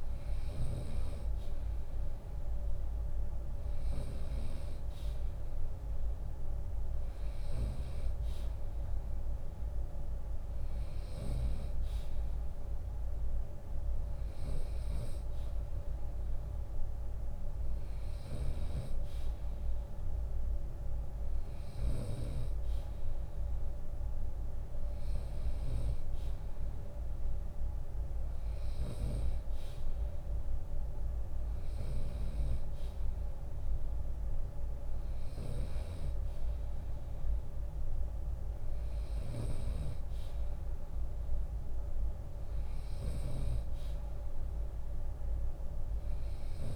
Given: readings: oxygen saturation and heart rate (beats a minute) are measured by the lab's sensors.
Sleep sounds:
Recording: breathing in sleep by a room microphone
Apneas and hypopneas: none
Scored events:
17.50-28.50 s: snoring (device-marked)
25.00-36.00 s: drop in pulse transit time (device-marked, heart rate 74 before, 69 extreme)
34.50-39.00 s: snoring (device-marked)
From the record:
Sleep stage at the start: N2 (light sleep)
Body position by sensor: on the right side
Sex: male

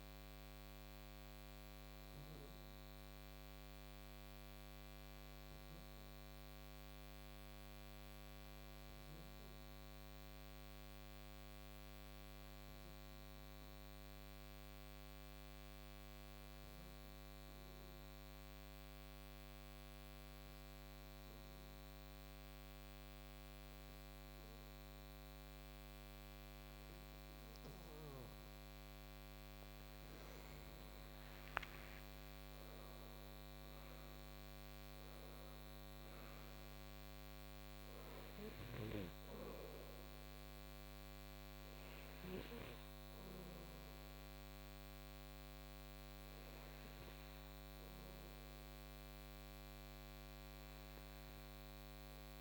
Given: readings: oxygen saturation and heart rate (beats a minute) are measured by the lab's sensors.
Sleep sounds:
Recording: breathing in sleep, hard to hear, by a microphone on the trachea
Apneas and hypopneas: 1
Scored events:
0.00-11.00 s: oxygen desaturation (device-marked, oxygen 91% lowest, heart rate 55 extreme)
0.50-29.00 s: obstructive apnea (oxygen 98% before, 90% lowest, heart rate 63 before, 55 extreme, up 12 after)
27.00-52.41 s: oxygen desaturation (device-marked, oxygen 96% before, 90% lowest, heart rate 59 before, 57 extreme)
31.00-35.00 s: arousal
From the record:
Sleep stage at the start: N2 (light sleep)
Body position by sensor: on the right side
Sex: male

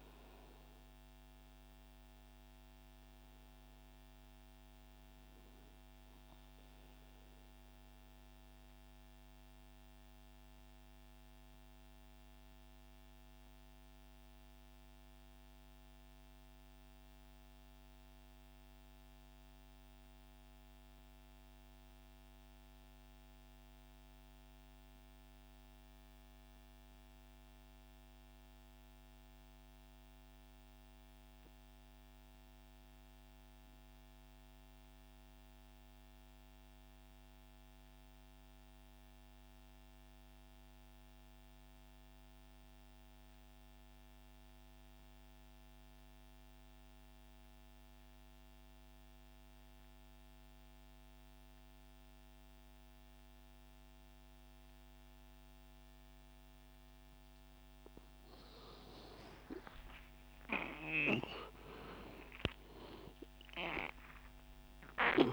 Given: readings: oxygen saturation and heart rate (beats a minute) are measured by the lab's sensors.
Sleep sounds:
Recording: breathing in sleep by a microphone on the trachea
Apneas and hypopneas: 1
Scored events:
0.00-12.00 s: oxygen desaturation (device-marked, oxygen 94% lowest)
7.00-57.50 s: mixed apnea (oxygen 98% before, 87% lowest)
31.00-65.00 s: oxygen desaturation (device-marked, oxygen 98% before, 89% lowest, heart rate 52 before, 66 extreme)
59.00-64.50 s: arousal
From the record:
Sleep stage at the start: N2 (light sleep)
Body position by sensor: on the right side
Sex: male

